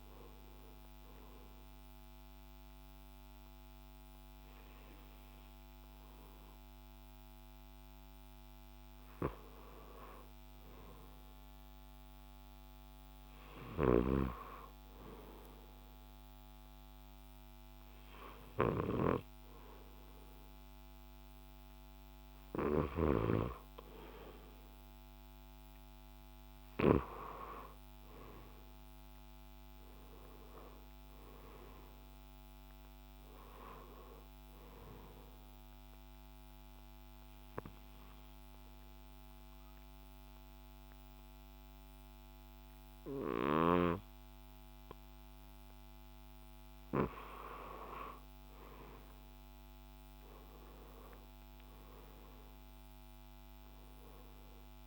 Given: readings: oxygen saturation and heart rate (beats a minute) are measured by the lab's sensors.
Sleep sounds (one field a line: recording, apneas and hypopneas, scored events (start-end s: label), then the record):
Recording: breathing in sleep by a microphone on the trachea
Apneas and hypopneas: 2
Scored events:
0.00-11.00 s: oxygen desaturation (device-marked, oxygen 88% lowest)
12.00-25.50 s: hypopnea (oxygen 95% before, 88% lowest)
23.00-30.00 s: oxygen desaturation (device-marked, oxygen 96% before, 90% lowest)
27.50-32.00 s: arousal
35.50-46.50 s: obstructive apnea (oxygen 97% before, 88% lowest)
37.00-53.00 s: oxygen desaturation (device-marked, oxygen 91% before, 88% lowest)
48.50-52.00 s: arousal
From the record:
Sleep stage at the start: N2 (light sleep)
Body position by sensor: on the left side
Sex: male